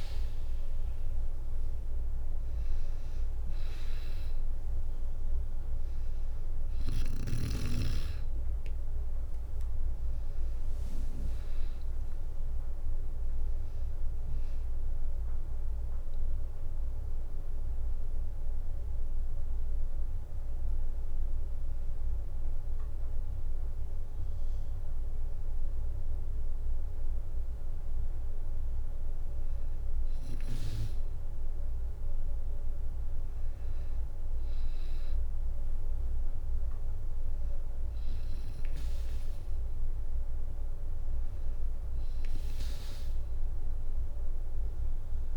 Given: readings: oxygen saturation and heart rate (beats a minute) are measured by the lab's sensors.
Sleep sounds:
breathing in sleep, hard to hear, by a room microphone; none
3.00-7.00 s: arousal
6.50-20.50 s: drop in pulse transit time (device-marked, heart rate 63 before, 62 extreme)
8.50-10.50 s: long interval between heartbeats (device-marked, heart rate 64 before, 74 extreme)
From the record:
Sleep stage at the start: N2 (light sleep); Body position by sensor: on the back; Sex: female

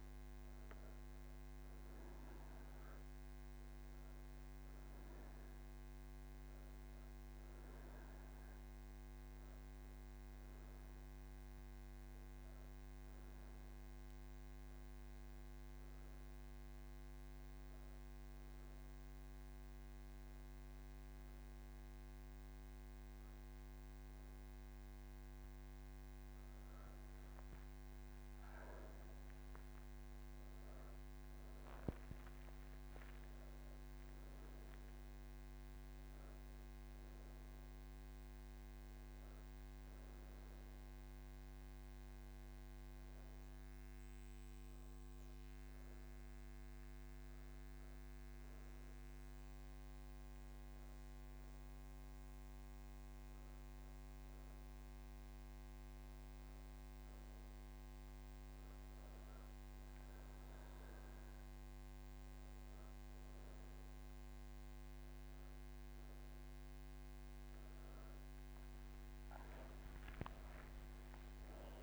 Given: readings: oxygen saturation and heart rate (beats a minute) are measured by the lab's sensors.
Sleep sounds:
breathing in sleep, hard to hear, by a microphone on the trachea; 2
13.50-26.50 s: obstructive apnea (oxygen 100% before, 93% lowest)
14.50-31.50 s: oxygen desaturation (device-marked, oxygen 97% before, 93% lowest)
42.50-57.50 s: obstructive apnea (oxygen 98% before, 94% lowest, heart rate 36 before, 30 extreme, up 29 after)
From the record:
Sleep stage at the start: N1 (lightest sleep); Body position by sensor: on the back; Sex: female

